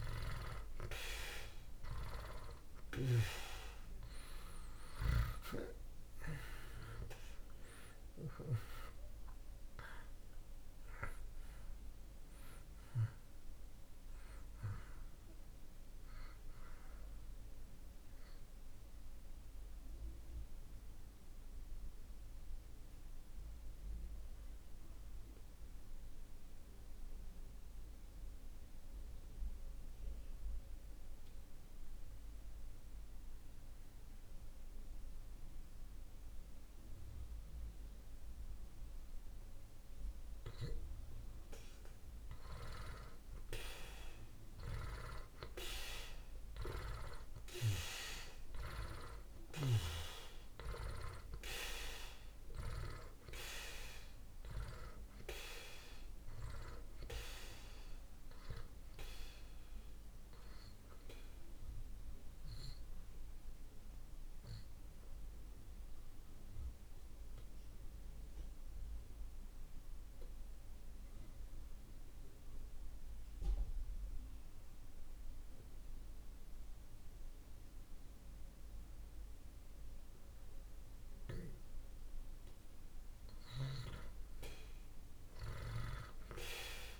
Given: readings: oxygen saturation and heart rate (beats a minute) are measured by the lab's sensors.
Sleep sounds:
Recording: breathing in sleep by a room microphone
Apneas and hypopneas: 2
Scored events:
0.00-3.00 s: arousal
4.00-39.00 s: oxygen desaturation (device-marked, oxygen 96% before, 78% lowest)
17.50-39.50 s: mixed apnea (oxygen 96% before, 78% lowest)
42.50-48.50 s: arousal
48.00-79.00 s: oxygen desaturation (device-marked, oxygen 97% before, 78% lowest)
61.50-81.50 s: obstructive apnea (oxygen 97% before, 77% lowest)
82.00-87.00 s: arousal
From the record:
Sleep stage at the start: N2 (light sleep)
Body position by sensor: on the back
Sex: male

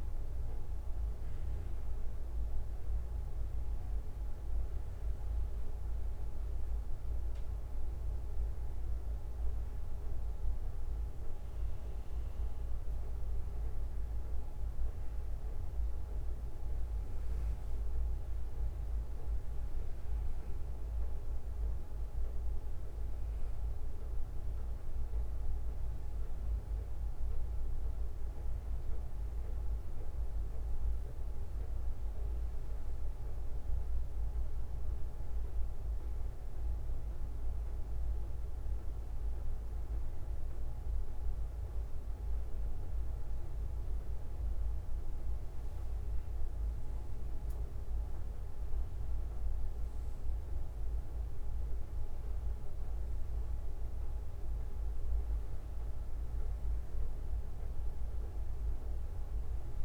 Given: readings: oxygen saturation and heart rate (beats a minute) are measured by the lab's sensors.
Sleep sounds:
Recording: breathing in sleep, hard to hear, by a room microphone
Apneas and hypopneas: none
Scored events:
2.00-6.00 s: bradycardia (device-marked, heart rate 69 before, 59 extreme)
11.00-15.00 s: bradycardia (device-marked, heart rate 69 before, 59 extreme)
From the record:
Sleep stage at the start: N1 (lightest sleep)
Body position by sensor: on the back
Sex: male

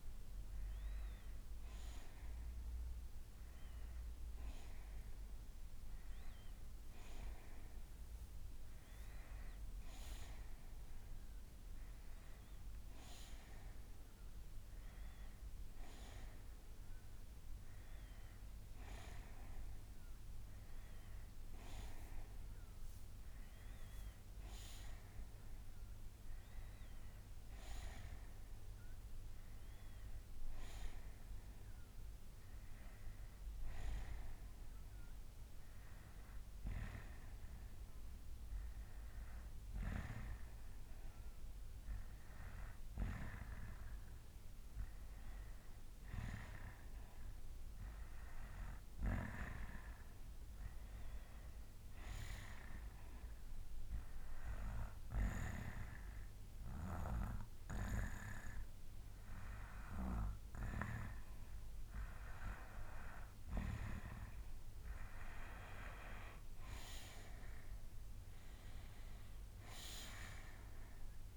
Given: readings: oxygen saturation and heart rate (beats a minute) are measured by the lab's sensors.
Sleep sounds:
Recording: breathing in sleep by a room microphone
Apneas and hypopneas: 1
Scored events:
47.00-50.50 s: arousal
53.00-65.00 s: hypopnea (oxygen 93% before, 89% lowest, heart rate 68 before, 59 extreme, up 3 after)
67.50-71.36 s: arousal
From the record:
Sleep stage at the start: N2 (light sleep)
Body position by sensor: on the back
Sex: male

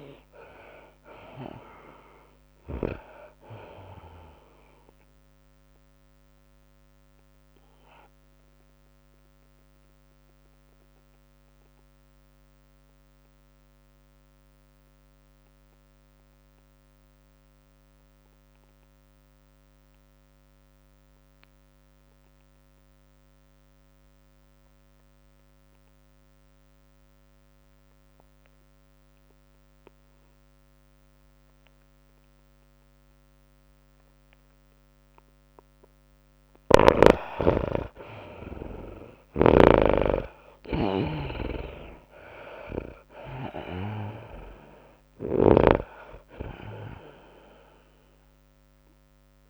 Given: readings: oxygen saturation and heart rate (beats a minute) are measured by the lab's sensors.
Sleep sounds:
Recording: breathing in sleep by a microphone on the trachea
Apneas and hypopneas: 1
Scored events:
0.00-13.00 s: drop in pulse transit time (device-marked, heart rate 104 extreme)
0.00-21.00 s: oxygen desaturation (device-marked, oxygen 83% lowest, heart rate 99 extreme)
0.00-27.00 s: tachycardia (device-marked, heart rate 109 extreme)
6.50-36.00 s: obstructive apnea (oxygen 98% before, 81% lowest, heart rate 103 before, 99 extreme, up 6 after)
29.00-49.50 s: oxygen desaturation (device-marked, oxygen 99% before, 82% lowest, heart rate 104 before, 99 extreme)
37.00-49.50 s: tachycardia (device-marked, heart rate 104 before, 109 extreme)
38.50-42.00 s: arousal
39.50-46.00 s: snoring (device-marked)
42.00-49.50 s: drop in pulse transit time (device-marked, heart rate 101 before, 103 extreme)
From the record:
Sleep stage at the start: N2 (light sleep)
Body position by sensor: on the back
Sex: female

